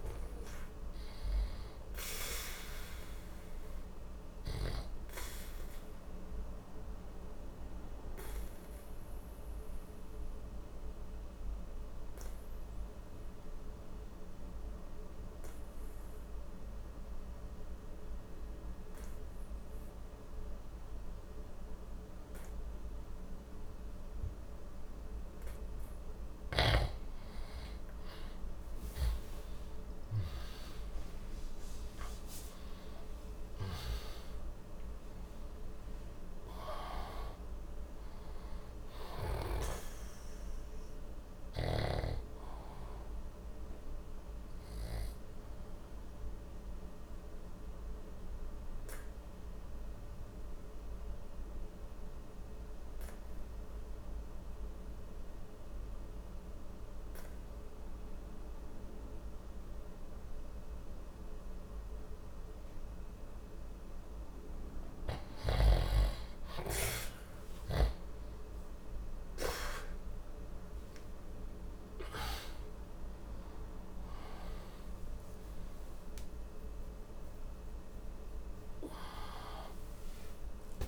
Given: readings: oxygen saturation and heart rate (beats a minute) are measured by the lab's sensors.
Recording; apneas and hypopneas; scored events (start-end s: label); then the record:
breathing in sleep by a room microphone; 2
0.00-22.00 s: oxygen desaturation (device-marked, oxygen 87% lowest, heart rate 59 extreme)
2.50-25.50 s: obstructive apnea (oxygen 97% before, 87% lowest, heart rate 69 before, 59 extreme, up 12 after)
28.50-34.00 s: arousal
32.00-56.00 s: oxygen desaturation (device-marked, oxygen 98% before, 88% lowest, heart rate 62 before, 50 extreme)
43.50-63.50 s: obstructive apnea (oxygen 98% before, 87% lowest, heart rate 65 before, 50 extreme, up 1 after)
67.00-71.50 s: arousal
69.00-80.88 s: oxygen desaturation (device-marked, oxygen 98% before, 87% lowest, heart rate 59 before, 59 extreme)
From the record:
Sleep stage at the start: N2 (light sleep); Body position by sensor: on the back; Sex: male